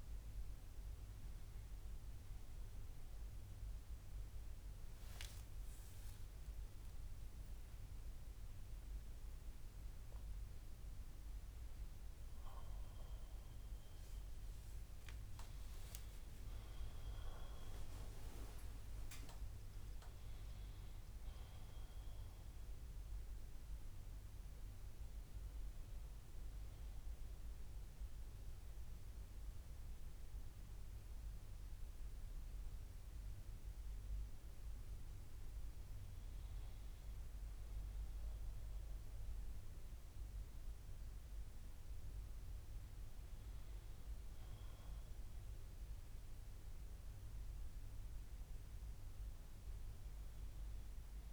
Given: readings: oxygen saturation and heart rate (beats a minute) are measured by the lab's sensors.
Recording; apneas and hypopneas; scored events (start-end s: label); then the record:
breathing in sleep, hard to hear, by a room microphone; none
none scored
From the record:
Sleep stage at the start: REM sleep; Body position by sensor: on the back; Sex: male